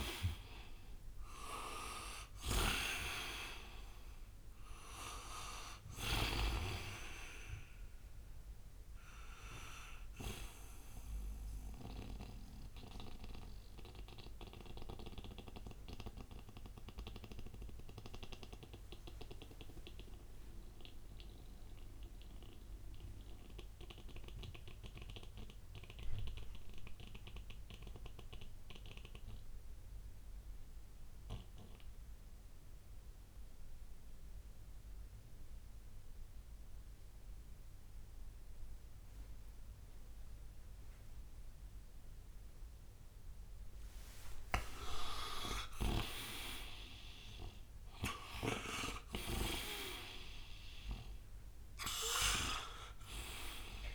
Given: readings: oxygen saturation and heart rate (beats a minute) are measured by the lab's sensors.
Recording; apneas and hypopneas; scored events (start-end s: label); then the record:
breathing in sleep by a room microphone; 1
0.00-6.00 s: snoring (device-marked)
0.00-30.50 s: oxygen desaturation (device-marked, oxygen 79% lowest, heart rate 59 extreme)
13.00-43.50 s: mixed apnea (oxygen 97% before, 79% lowest, heart rate 70 before, 59 extreme, up 25 after)
44.50-53.95 s: oxygen desaturation (device-marked, oxygen 99% before, 84% lowest, heart rate 63 before, 58 extreme)
45.00-49.00 s: arousal
From the record:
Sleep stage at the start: N2 (light sleep); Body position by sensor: on the right side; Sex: male